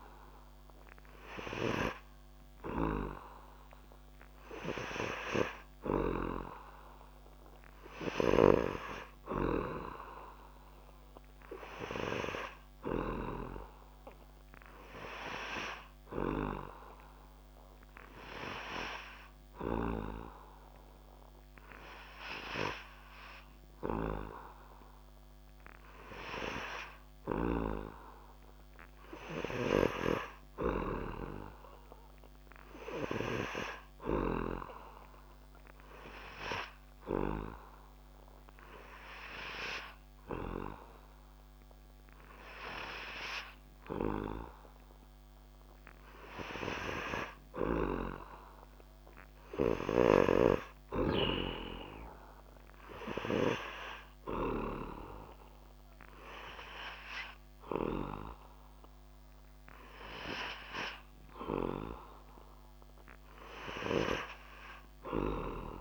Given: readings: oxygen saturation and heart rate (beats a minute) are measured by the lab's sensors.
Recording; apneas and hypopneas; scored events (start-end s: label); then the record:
breathing in sleep by a microphone on the trachea; none
none scored
From the record:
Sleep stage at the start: N3 (deep sleep); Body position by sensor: on the back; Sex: male